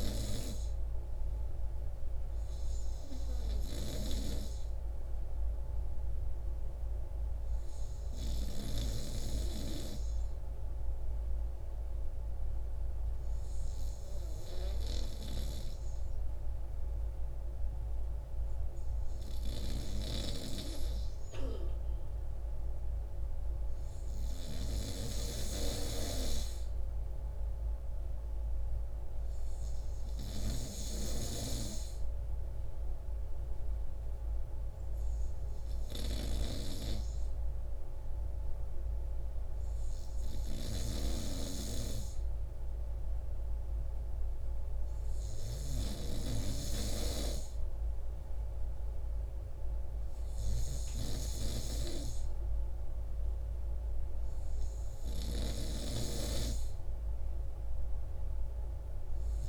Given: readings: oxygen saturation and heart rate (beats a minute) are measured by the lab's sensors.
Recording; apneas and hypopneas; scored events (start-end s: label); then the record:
breathing in sleep by a room microphone; 2
0.00-3.00 s: arousal
7.00-23.50 s: obstructive apnea (oxygen 96% before, 94% lowest, heart rate 141 before, 78 extreme, up 0 after)
13.00-59.49 s: new sleep stage, N3 (deep sleep)
27.00-31.00 s: arousal
35.50-48.00 s: obstructive apnea (oxygen 96% before, 94% lowest, heart rate 104 before, 40 extreme, up 52 after)
51.00-56.00 s: arousal
From the record:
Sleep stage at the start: N2 (light sleep); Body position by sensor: on the right side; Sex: male